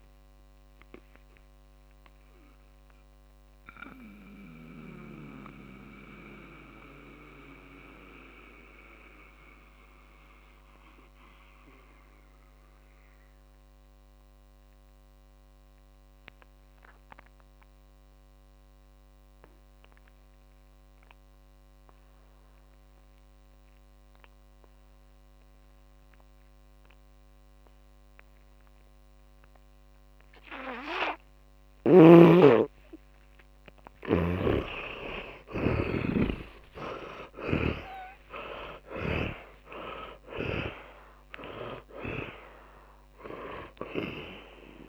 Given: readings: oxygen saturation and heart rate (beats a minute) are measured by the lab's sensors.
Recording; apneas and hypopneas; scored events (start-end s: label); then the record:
breathing in sleep by a microphone on the trachea; 1
0.00-2.00 s: oxygen desaturation (device-marked, oxygen 85% lowest, heart rate 51 extreme)
0.50-31.00 s: mixed apnea (oxygen 100% before, 74% lowest, heart rate 86 before, 47 extreme, up 37 after)
7.00-21.00 s: oxygen desaturation (device-marked, oxygen 88% before, 74% lowest, heart rate 100 before, 47 extreme)
31.00-44.89 s: oxygen desaturation (device-marked, oxygen 100% before, 77% lowest, heart rate 55 before, 59 extreme)
33.50-39.00 s: arousal
34.00-38.00 s: snoring (device-marked)
36.00-43.00 s: tachycardia (device-marked, heart rate 63 before, 125 extreme)
From the record:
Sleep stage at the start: N2 (light sleep); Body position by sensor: on the back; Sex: male